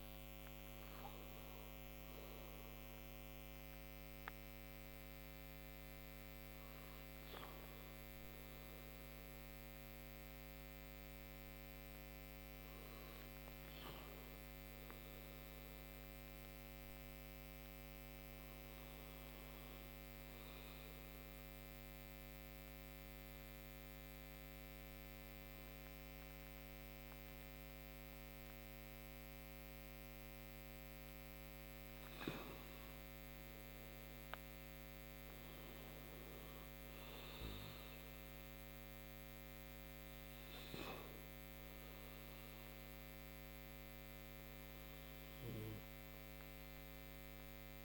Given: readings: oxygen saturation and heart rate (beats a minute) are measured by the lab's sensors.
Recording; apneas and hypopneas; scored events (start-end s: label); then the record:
breathing in sleep, hard to hear, by a microphone on the trachea; 1
21.00-32.50 s: mixed apnea (oxygen 98% before, 92% lowest)
34.00-37.00 s: arousal
37.00-47.85 s: oxygen desaturation (device-marked, oxygen 96% before, 92% lowest)
From the record:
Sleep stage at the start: N2 (light sleep); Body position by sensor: on the right side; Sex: male